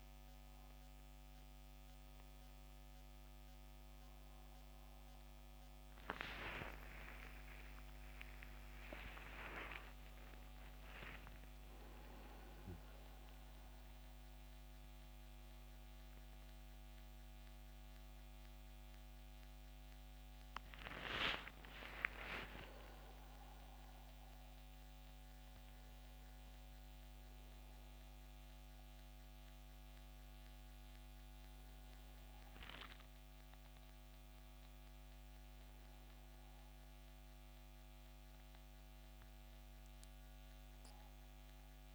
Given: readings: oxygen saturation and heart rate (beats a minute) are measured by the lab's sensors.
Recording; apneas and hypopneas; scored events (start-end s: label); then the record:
a person awake in a sleep study, by a microphone on the trachea; none
0.00-11.50 s: oxygen desaturation (device-marked, oxygen 85% lowest, heart rate 74 extreme)
35.50-41.94 s: new sleep stage, N1 (lightest sleep)
From the record:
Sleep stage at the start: awake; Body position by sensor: on the back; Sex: male